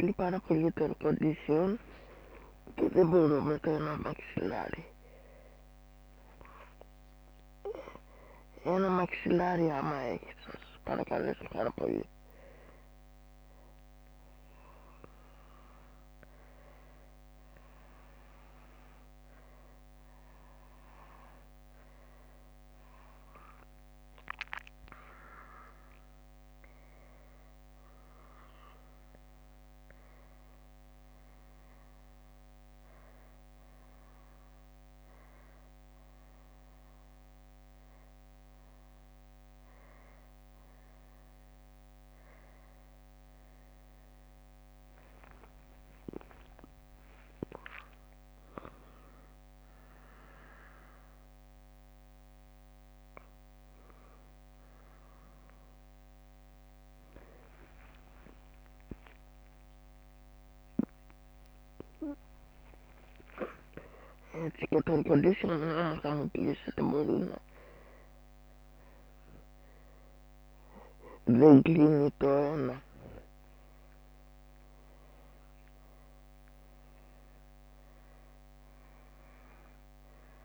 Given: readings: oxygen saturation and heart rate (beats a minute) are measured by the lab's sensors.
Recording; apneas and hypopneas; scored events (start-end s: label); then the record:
a person awake in a sleep study, by a microphone on the trachea; none
0.00-13.50 s: drop in pulse transit time (device-marked, heart rate 68 extreme)
11.50-15.50 s: leg movement (device-marked)
45.00-48.00 s: leg movement (device-marked)
57.00-59.50 s: leg movement (device-marked)
60.00-61.50 s: leg movement (device-marked)
60.50-71.50 s: drop in pulse transit time (device-marked, heart rate 65 before, 68 extreme)
62.00-68.50 s: leg movement (device-marked)
From the record:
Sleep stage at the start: awake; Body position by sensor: on the back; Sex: female